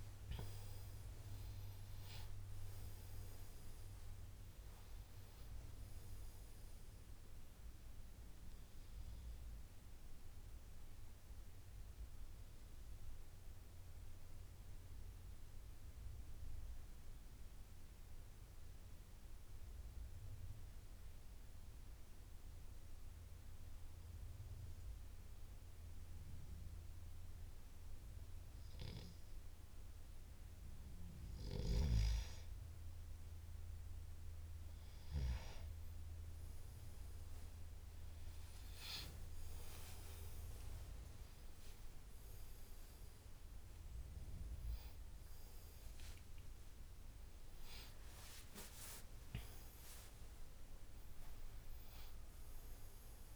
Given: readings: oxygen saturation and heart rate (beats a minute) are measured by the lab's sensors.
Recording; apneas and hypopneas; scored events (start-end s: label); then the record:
breathing in sleep by a room microphone; 1
0.00-9.00 s: oxygen desaturation (device-marked, oxygen 91% lowest, heart rate 63 extreme)
11.50-30.50 s: obstructive apnea (oxygen 97% before, 91% lowest, heart rate 85 before, 64 extreme, up 17 after)
39.00-46.50 s: arousal
39.00-53.36 s: oxygen desaturation (device-marked, oxygen 98% before, 91% lowest, heart rate 73 before, 64 extreme)
From the record:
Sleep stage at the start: N2 (light sleep); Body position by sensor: on the left side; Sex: male